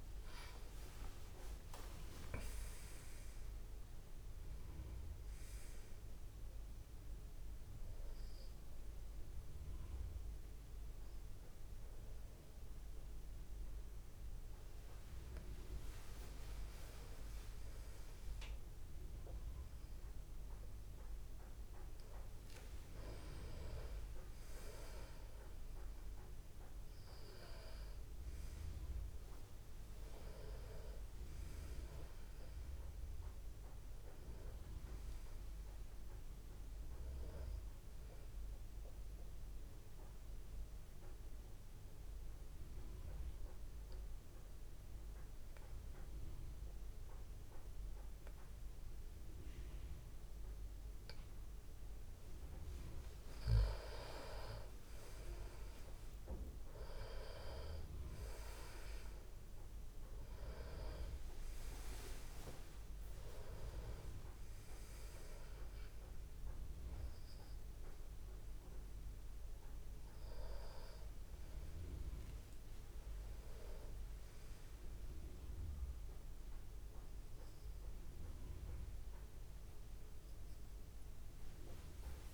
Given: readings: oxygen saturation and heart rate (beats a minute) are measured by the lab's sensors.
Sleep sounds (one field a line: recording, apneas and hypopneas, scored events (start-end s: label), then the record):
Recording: breathing in sleep by a room microphone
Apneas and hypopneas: 2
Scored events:
0.00-1.00 s: arousal
0.00-18.50 s: oxygen desaturation (device-marked, oxygen 92% lowest, heart rate 53 extreme)
6.00-16.00 s: hypopnea (oxygen 96% before, 92% lowest, heart rate 66 before, 53 extreme, up 36 after)
21.00-25.00 s: arousal
39.50-52.00 s: obstructive apnea (oxygen 97% before, 92% lowest, heart rate 71 before, 55 extreme, up 8 after)
54.00-57.50 s: arousal
60.50-79.50 s: oxygen desaturation (device-marked, oxygen 97% before, 92% lowest, heart rate 57 before, 55 extreme)
80.00-82.34 s: arousal
From the record:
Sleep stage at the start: N2 (light sleep)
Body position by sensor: on the back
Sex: male